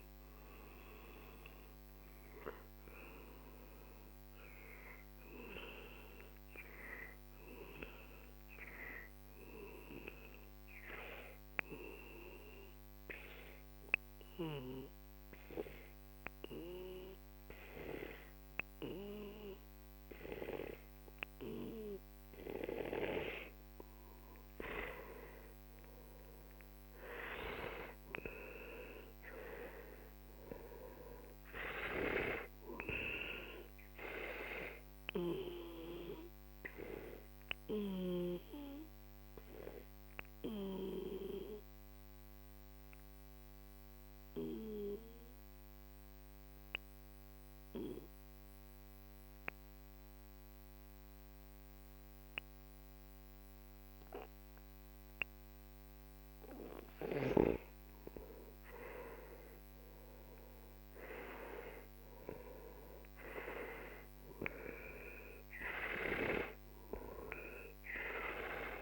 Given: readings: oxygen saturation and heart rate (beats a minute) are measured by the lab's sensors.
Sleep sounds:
breathing in sleep by a microphone on the trachea; 2
0.00-5.50 s: oxygen desaturation (device-marked, oxygen 91% lowest, heart rate 50 extreme)
12.00-24.50 s: obstructive apnea (oxygen 97% before, 91% lowest, heart rate 82 before, 44 extreme, up 11 after)
25.50-30.00 s: arousal
29.50-44.50 s: oxygen desaturation (device-marked, oxygen 98% before, 91% lowest, heart rate 53 before, 44 extreme)
37.00-56.00 s: obstructive apnea (oxygen 98% before, 91% lowest, heart rate 54 before, 44 extreme, up 15 after)
58.50-62.50 s: arousal
59.50-68.82 s: oxygen desaturation (device-marked, oxygen 97% before, 92% lowest, heart rate 47 before, 44 extreme)
From the record:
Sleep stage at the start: N2 (light sleep); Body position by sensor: on the back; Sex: male

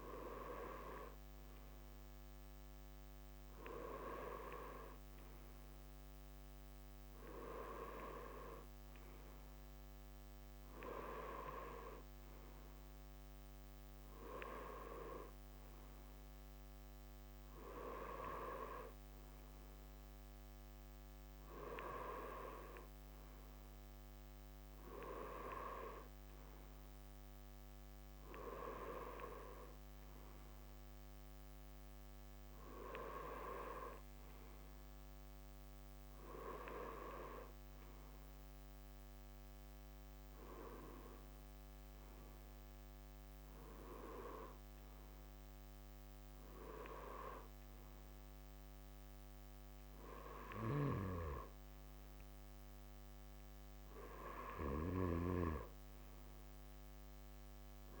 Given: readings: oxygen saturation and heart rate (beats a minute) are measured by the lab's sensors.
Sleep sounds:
breathing in sleep by a microphone on the trachea; none
48.50-58.00 s: new sleep stage, N2 (light sleep)
From the record:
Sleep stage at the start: REM sleep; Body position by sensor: on the right side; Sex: male

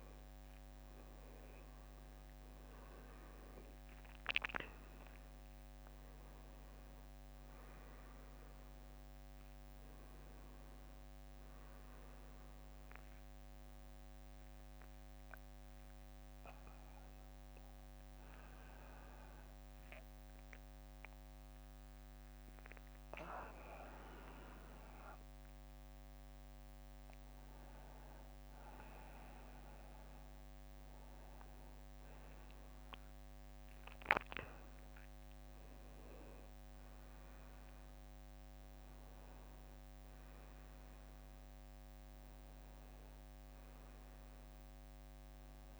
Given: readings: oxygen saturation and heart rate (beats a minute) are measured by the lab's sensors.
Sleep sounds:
a person awake in a sleep study, by a microphone on the trachea; none
14.50-17.00 s: leg movement (device-marked)
From the record:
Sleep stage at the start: awake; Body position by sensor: on the back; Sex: male

